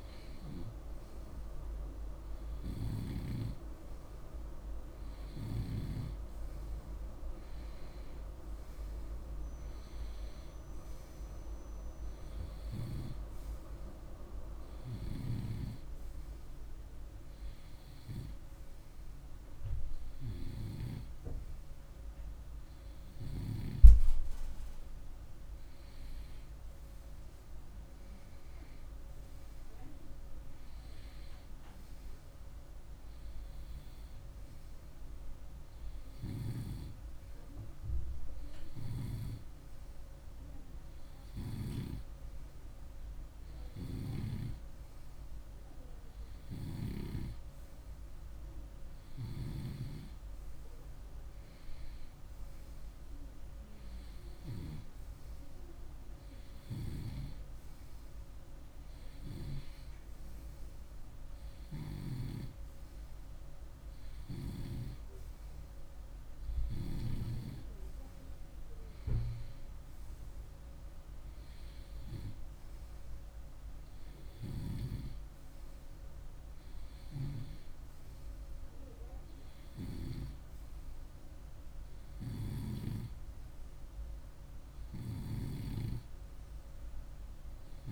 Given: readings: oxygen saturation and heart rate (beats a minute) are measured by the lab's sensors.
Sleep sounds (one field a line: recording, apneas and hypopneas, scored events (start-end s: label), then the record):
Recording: breathing in sleep by a room microphone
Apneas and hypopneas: none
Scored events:
none scored
From the record:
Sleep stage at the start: N2 (light sleep)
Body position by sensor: on the right side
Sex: male